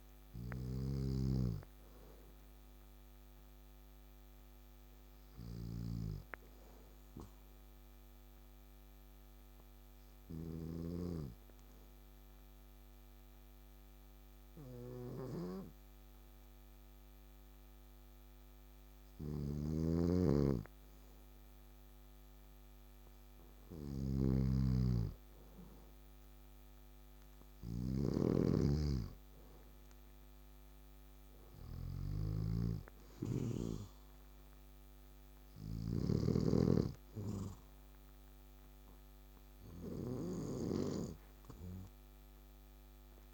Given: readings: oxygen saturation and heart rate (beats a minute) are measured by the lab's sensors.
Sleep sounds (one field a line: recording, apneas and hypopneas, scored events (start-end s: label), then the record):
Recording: breathing in sleep by a microphone on the trachea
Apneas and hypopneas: 1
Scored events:
0.00-12.00 s: oxygen desaturation (device-marked, oxygen 93% lowest, heart rate 58 extreme)
0.00-35.50 s: snoring (device-marked)
2.50-22.50 s: obstructive apnea (oxygen 98% before, 93% lowest, heart rate 70 before, 58 extreme, up 9 after)
25.00-29.50 s: arousal
From the record:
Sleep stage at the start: N2 (light sleep)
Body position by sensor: on the back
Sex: male